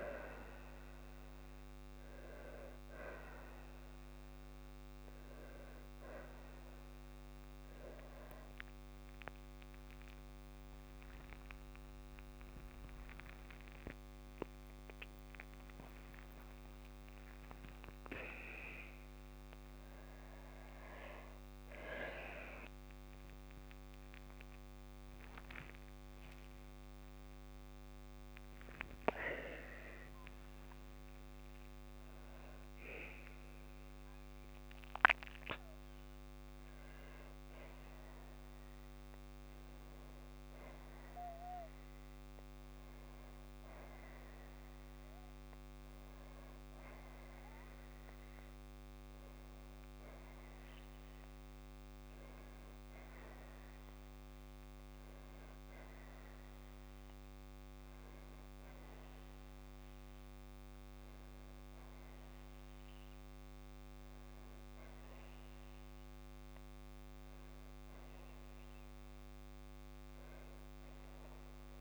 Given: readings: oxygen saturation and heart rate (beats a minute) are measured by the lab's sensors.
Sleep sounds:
a person partly awake in a sleep study, by a microphone on the trachea; none
8.00-38.00 s: new sleep stage, awake
10.50-12.50 s: long interval between heartbeats (device-marked, heart rate 56 before, 66 extreme)
12.50-14.50 s: long interval between heartbeats (device-marked, heart rate 58 before, 87 extreme)
22.00-24.00 s: long interval between heartbeats (device-marked, heart rate 69 before, 88 extreme)
23.00-35.00 s: tachycardia (device-marked, heart rate 55 before, 120 extreme)
26.50-28.50 s: long interval between heartbeats (device-marked, heart rate 76 before, 109 extreme)
29.50-31.50 s: long interval between heartbeats (device-marked, heart rate 84 before, 115 extreme)
37.00-45.00 s: oxygen desaturation (device-marked, oxygen 95% before, 90% lowest, heart rate 98 before, 51 extreme)
38.00-68.00 s: new sleep stage, N1 (lightest sleep)
68.00-71.81 s: new sleep stage, N2 (light sleep)
From the record:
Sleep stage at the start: N2 (light sleep); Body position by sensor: on the back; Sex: female

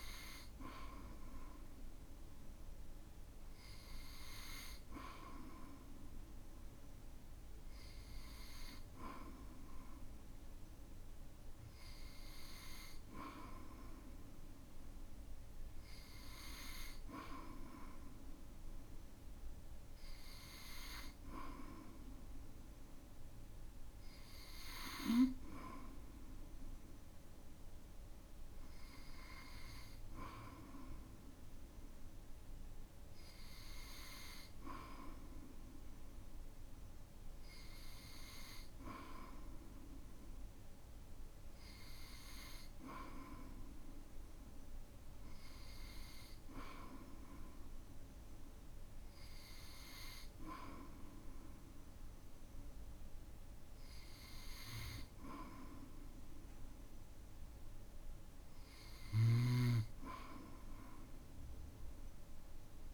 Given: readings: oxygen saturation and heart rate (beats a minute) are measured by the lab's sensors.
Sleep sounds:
breathing in sleep by a room microphone; none
none scored
From the record:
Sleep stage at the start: N2 (light sleep); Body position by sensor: on the back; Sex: male

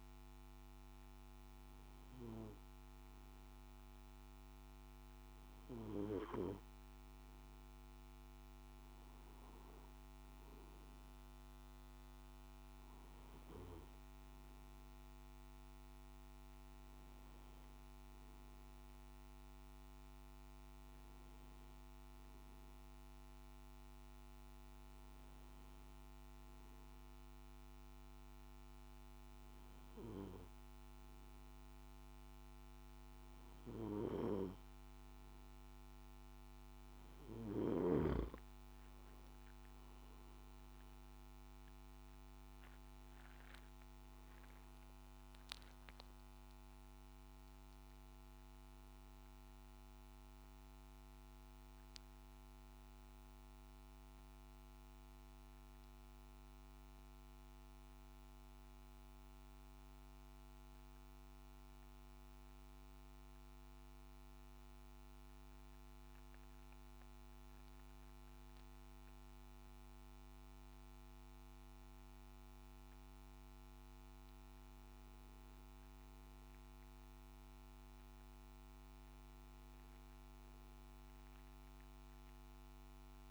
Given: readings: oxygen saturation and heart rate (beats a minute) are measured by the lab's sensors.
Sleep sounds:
breathing in sleep, hard to hear, by a microphone on the trachea; 2
23.50-36.00 s: hypopnea (oxygen 96% before, 94% lowest, heart rate 57 before, 56 extreme, up 5 after)
64.00-75.50 s: obstructive apnea (oxygen 96% before, 94% lowest, heart rate 64 before, 53 extreme, up 3 after)
From the record:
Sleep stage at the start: N2 (light sleep); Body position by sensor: on the back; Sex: male

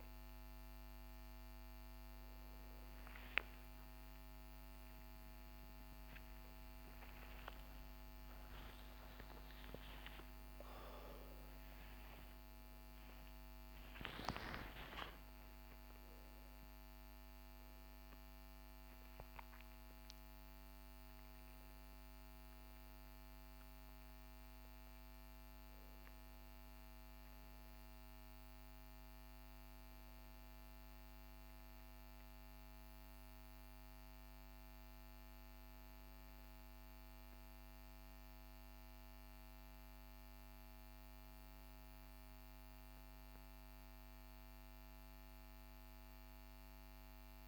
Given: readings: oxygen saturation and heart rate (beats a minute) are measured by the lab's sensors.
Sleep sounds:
breathing in sleep, hard to hear, by a microphone on the trachea; none
8.50-47.48 s: new sleep stage, N1 (lightest sleep)
9.00-14.50 s: arousal
From the record:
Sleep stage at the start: N2 (light sleep); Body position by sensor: on the back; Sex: male

